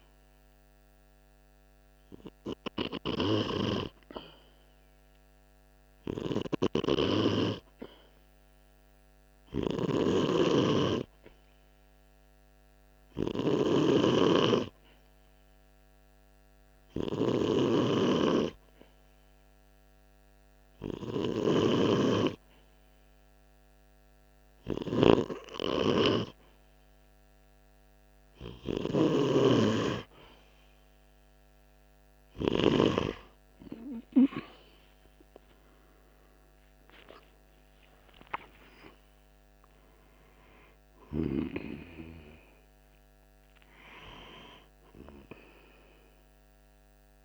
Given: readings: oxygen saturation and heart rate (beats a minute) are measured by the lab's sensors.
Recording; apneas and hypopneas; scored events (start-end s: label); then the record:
breathing in sleep by a microphone on the trachea; 1
0.00-2.00 s: arousal
10.00-28.00 s: oxygen desaturation (device-marked, oxygen 97% before, 93% lowest, heart rate 48 before, 45 extreme)
10.50-30.00 s: obstructive apnea (oxygen 97% before, 93% lowest, heart rate 48 before, 45 extreme, up 5 after)
33.50-38.00 s: arousal
From the record:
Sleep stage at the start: N2 (light sleep); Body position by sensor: on the right side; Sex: male